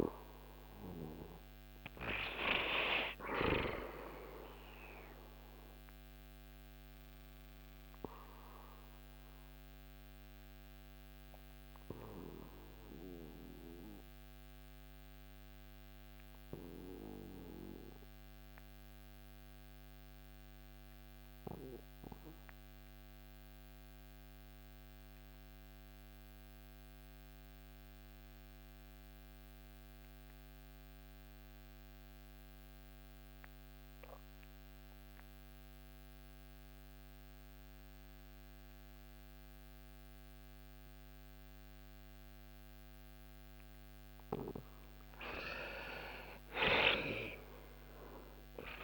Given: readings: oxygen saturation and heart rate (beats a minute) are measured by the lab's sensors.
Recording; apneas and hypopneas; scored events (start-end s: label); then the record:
breathing in sleep by a microphone on the trachea; 1
0.00-2.50 s: arousal
1.00-19.00 s: oxygen desaturation (device-marked, oxygen 98% before, 94% lowest, heart rate 84 before, 62 extreme)
4.50-43.00 s: obstructive apnea (oxygen 99% before, 73% lowest, heart rate 84 before, 62 extreme, up 11 after)
27.00-48.84 s: oxygen desaturation (device-marked, oxygen 96% before, 73% lowest, heart rate 75 before, 62 extreme)
45.50-48.84 s: arousal
From the record:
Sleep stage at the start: N2 (light sleep); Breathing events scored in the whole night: 488 in 6.6 hours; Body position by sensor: on the back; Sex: male